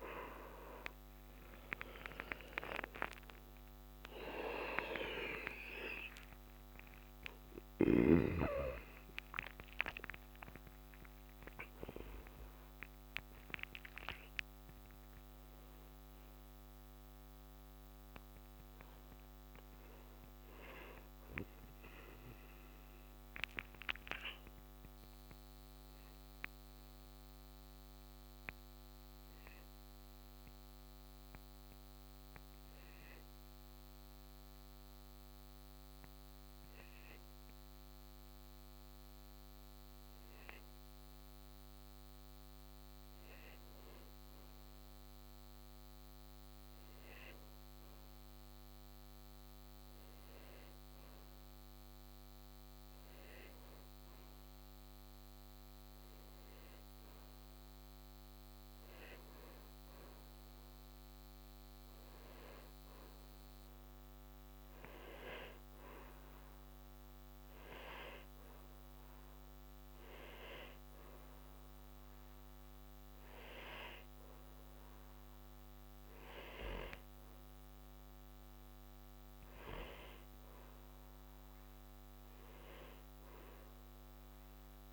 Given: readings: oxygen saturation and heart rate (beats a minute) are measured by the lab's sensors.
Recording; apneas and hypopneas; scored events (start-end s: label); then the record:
breathing in sleep by a microphone on the trachea; 1
18.50-22.50 s: arousal
24.00-36.50 s: hypopnea (oxygen 98% before, 96% lowest, heart rate 67 before, 56 extreme, up 10 after)
33.00-84.93 s: new sleep stage, N1 (lightest sleep)
42.50-47.00 s: arousal
81.00-84.93 s: arousal
From the record:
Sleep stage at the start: N2 (light sleep); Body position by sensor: on the back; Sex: male